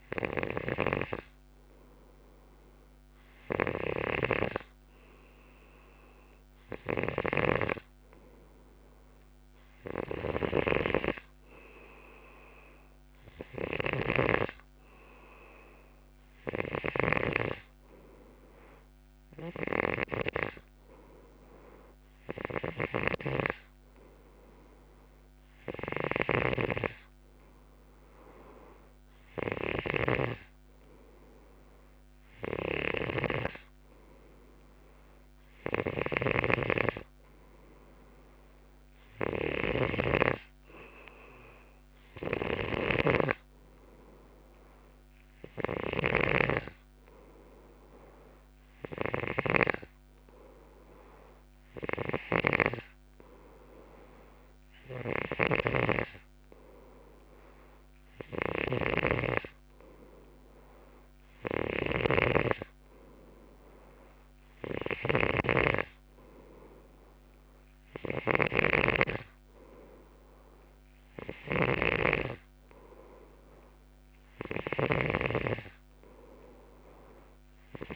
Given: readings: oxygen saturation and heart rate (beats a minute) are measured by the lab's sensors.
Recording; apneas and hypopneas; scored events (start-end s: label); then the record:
breathing in sleep by a microphone on the trachea; none
0.00-40.00 s: snoring (device-marked)
42.00-77.96 s: snoring (device-marked)
From the record:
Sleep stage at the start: N2 (light sleep); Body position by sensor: on the left side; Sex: male